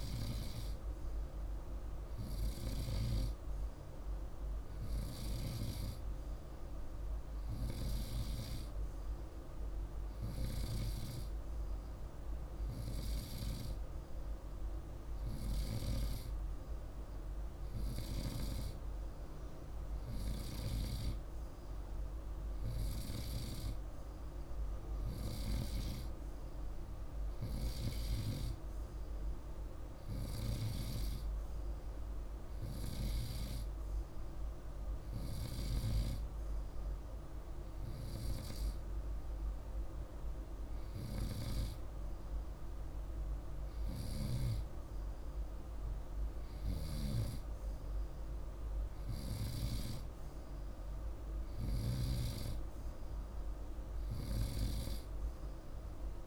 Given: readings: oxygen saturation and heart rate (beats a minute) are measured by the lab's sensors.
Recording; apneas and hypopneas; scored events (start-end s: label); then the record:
breathing in sleep by a room microphone; none
none scored
From the record:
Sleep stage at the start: N2 (light sleep); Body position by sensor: on the right side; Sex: male